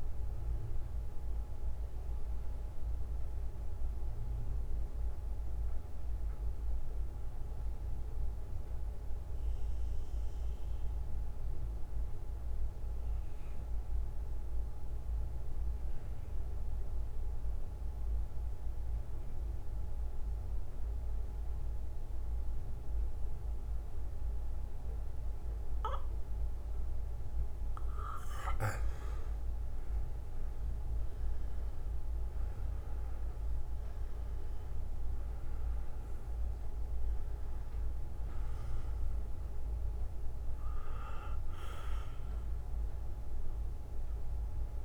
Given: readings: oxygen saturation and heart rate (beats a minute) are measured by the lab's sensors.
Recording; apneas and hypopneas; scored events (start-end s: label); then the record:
breathing in sleep, hard to hear, by a room microphone; 1
0.00-1.00 s: bradycardia (device-marked, heart rate 46 extreme)
0.00-15.00 s: oxygen desaturation (device-marked, oxygen 86% lowest, heart rate 53 extreme)
2.00-28.00 s: bradycardia (device-marked, heart rate 59 before, 53 extreme)
2.00-28.50 s: mixed apnea (oxygen 98% before, 86% lowest, heart rate 60 before, 54 extreme, up 16 after)
30.00-34.50 s: arousal
42.00-44.85 s: bradycardia (device-marked, heart rate 58 before, 58 extreme)
From the record:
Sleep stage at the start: REM sleep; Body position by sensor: on the back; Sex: male